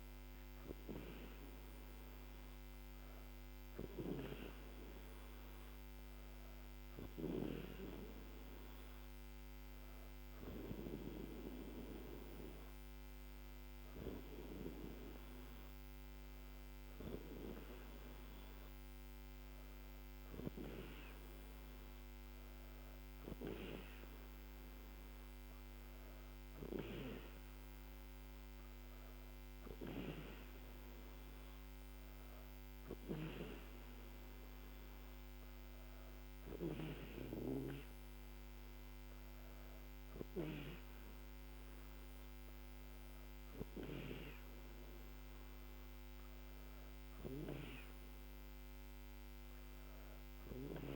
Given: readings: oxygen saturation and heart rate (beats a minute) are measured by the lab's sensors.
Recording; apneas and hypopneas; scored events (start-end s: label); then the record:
breathing in sleep by a microphone on the trachea; none
none scored
From the record:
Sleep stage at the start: N2 (light sleep); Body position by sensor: on the back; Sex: female